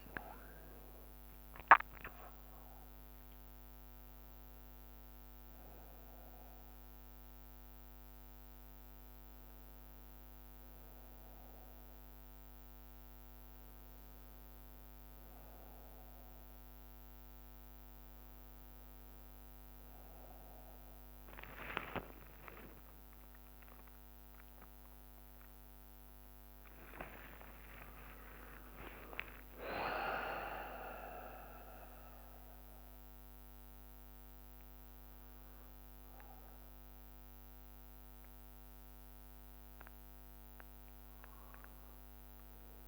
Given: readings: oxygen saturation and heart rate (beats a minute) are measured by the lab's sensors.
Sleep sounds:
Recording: a person awake in a sleep study, by a microphone on the trachea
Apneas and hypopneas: none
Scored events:
0.00-1.00 s: bradycardia (device-marked, heart rate 45 extreme)
0.00-1.00 s: long interval between heartbeats (device-marked, heart rate 52 extreme)
0.00-2.00 s: drop in pulse transit time (device-marked, heart rate 45 extreme)
14.00-21.00 s: bradycardia (device-marked, heart rate 60 before, 44 extreme)
14.00-42.88 s: new sleep stage, awake
15.00-17.00 s: long interval between heartbeats (device-marked, heart rate 59 before, 61 extreme)
18.00-20.00 s: long interval between heartbeats (device-marked, heart rate 60 before, 52 extreme)
22.00-24.00 s: long interval between heartbeats (device-marked, heart rate 59 before, 53 extreme)
29.50-31.50 s: long interval between heartbeats (device-marked, heart rate 59 before, 62 extreme)
32.00-42.88 s: drop in pulse transit time (device-marked, heart rate 59 before, 60 extreme)
From the record:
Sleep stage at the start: N1 (lightest sleep)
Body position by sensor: on the right side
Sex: male

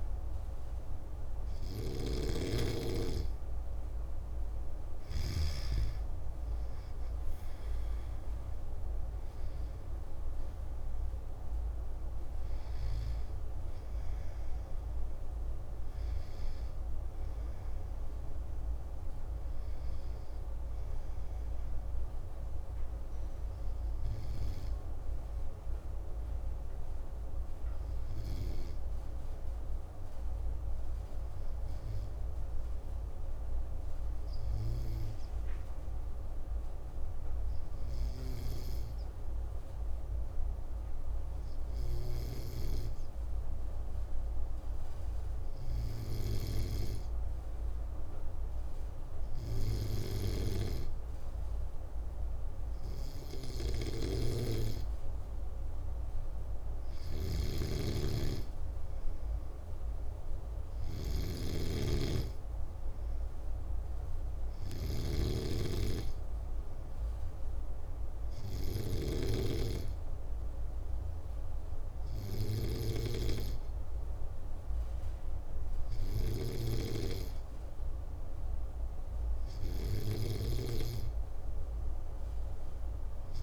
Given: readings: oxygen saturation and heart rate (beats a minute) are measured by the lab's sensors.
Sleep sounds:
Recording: breathing in sleep by a room microphone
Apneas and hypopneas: 1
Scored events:
0.00-1.00 s: arousal
0.00-5.50 s: snoring (device-marked)
37.50-53.00 s: hypopnea (oxygen 95% before, 94% lowest)
56.00-60.00 s: arousal
56.50-83.43 s: snoring (device-marked)
From the record:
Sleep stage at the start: N2 (light sleep)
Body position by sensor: on the back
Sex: male

